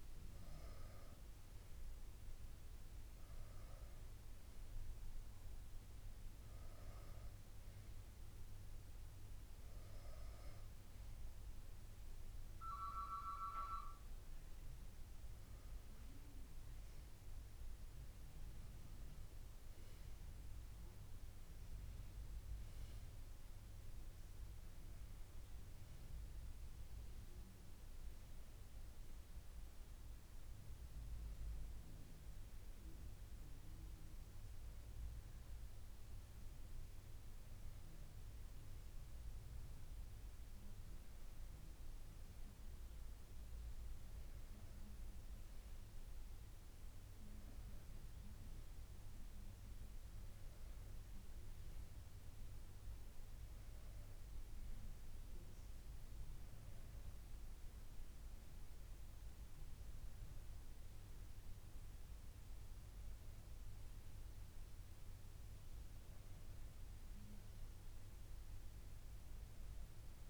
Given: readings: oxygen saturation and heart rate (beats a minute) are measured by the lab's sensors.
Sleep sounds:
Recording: breathing in sleep, hard to hear, by a room microphone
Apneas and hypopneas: none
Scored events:
none scored
From the record:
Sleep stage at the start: N2 (light sleep)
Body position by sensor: on the back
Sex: female

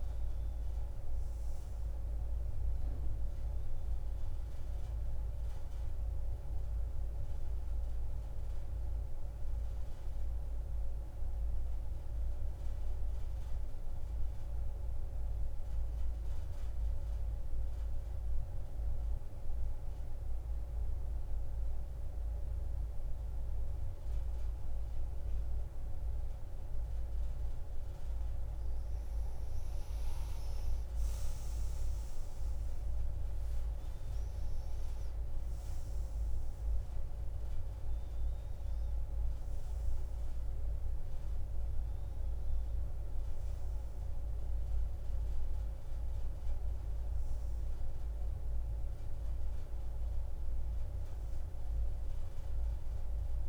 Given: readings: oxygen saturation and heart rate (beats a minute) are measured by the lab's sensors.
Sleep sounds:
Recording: breathing in sleep, hard to hear, by a room microphone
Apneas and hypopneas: 1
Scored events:
0.00-12.00 s: oxygen desaturation (device-marked, oxygen 91% lowest)
13.00-29.00 s: central apnea (oxygen 95% before, 87% lowest)
32.50-36.50 s: arousal
34.00-53.49 s: oxygen desaturation (device-marked, oxygen 95% before, 87% lowest)
From the record:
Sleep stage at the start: N2 (light sleep)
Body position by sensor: on the back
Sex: female

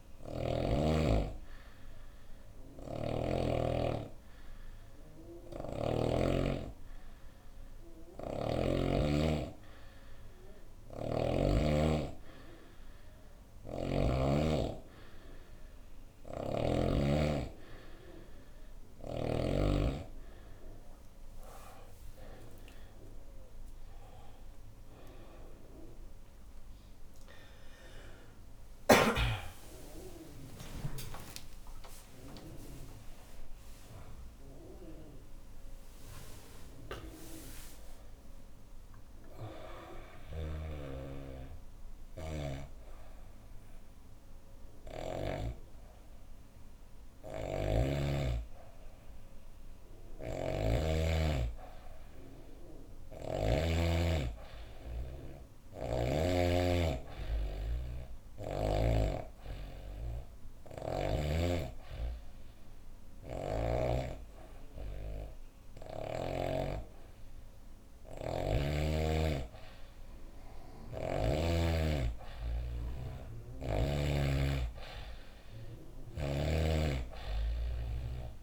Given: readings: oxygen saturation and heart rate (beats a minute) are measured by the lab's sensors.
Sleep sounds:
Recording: breathing in sleep by a room microphone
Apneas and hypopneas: 1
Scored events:
2.00-5.50 s: snoring (device-marked)
10.00-13.50 s: snoring (device-marked)
29.50-37.50 s: arousal
49.50-53.00 s: snoring (device-marked)
57.00-67.50 s: hypopnea (oxygen 99% before, 94% lowest, heart rate 85 before, 69 extreme, up 2 after)
62.50-66.00 s: snoring (device-marked)
69.50-73.00 s: arousal
From the record:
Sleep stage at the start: N2 (light sleep)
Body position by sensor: on the back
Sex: female

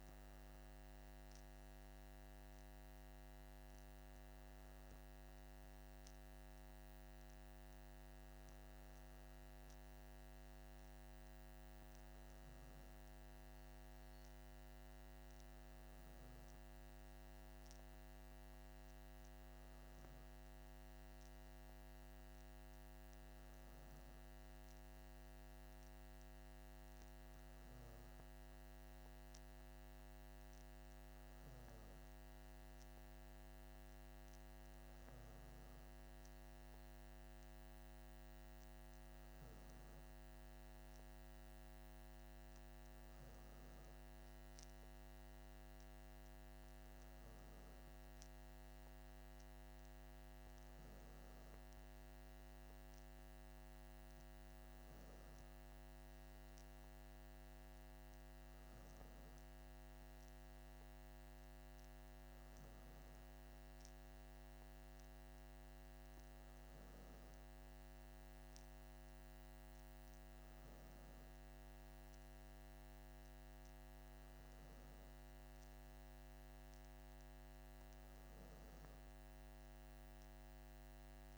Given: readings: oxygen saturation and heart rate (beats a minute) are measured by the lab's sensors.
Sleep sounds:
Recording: breathing in sleep, hard to hear, by a microphone on the trachea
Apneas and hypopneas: none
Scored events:
none scored
From the record:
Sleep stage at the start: N2 (light sleep)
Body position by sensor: on the back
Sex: male

